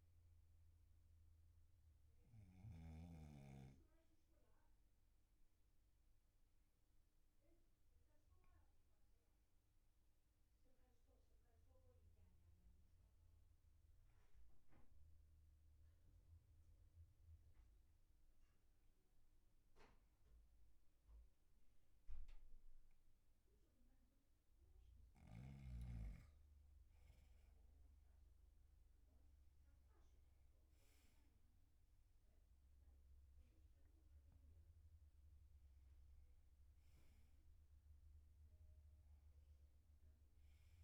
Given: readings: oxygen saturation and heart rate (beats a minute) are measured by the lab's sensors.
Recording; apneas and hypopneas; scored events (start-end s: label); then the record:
breathing in sleep, hard to hear, by a room microphone; 1
0.00-3.50 s: snoring (device-marked)
5.00-24.00 s: obstructive apnea (oxygen 99% before, 96% lowest, heart rate 46 before, 42 extreme, up 6 after)
27.00-32.00 s: arousal
From the record:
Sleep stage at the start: N2 (light sleep); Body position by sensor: on the back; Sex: male